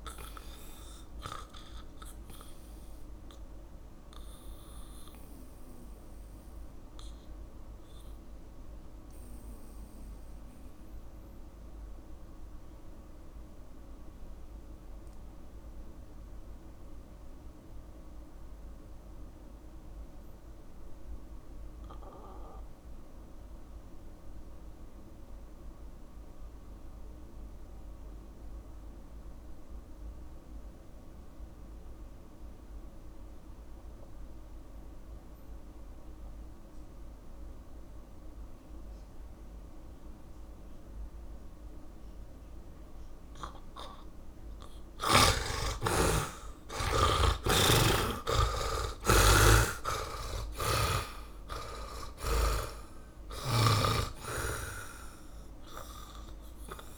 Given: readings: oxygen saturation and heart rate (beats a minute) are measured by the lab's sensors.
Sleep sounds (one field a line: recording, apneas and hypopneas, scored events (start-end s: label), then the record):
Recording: breathing in sleep by a room microphone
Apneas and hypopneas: 1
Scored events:
0.00-21.00 s: oxygen desaturation (device-marked, oxygen 71% lowest, heart rate 46 extreme)
1.00-44.50 s: mixed apnea (oxygen 100% before, 69% lowest, heart rate 60 before, 46 extreme, up 32 after)
27.00-56.98 s: oxygen desaturation (device-marked, oxygen 99% before, 69% lowest, heart rate 60 before, 46 extreme)
46.50-50.00 s: arousal
48.00-54.50 s: snoring (device-marked)
From the record:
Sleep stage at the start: N2 (light sleep)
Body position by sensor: on the back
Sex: male